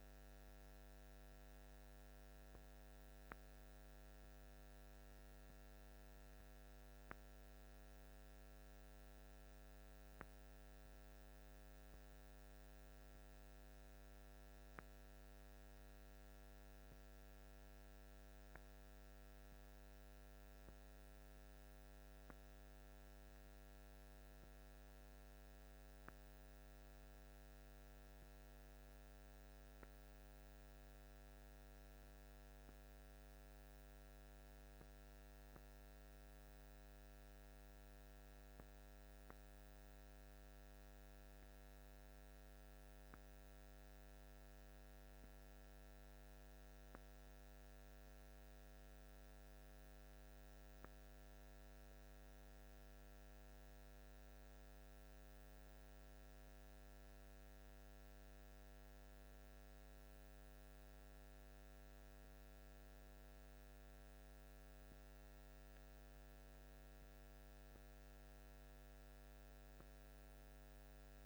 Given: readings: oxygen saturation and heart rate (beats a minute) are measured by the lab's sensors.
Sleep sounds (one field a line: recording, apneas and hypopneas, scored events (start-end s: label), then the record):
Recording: a person awake in a sleep study, hard to hear, by a microphone on the trachea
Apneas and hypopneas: none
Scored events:
none scored
From the record:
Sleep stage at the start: awake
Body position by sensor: on the back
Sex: male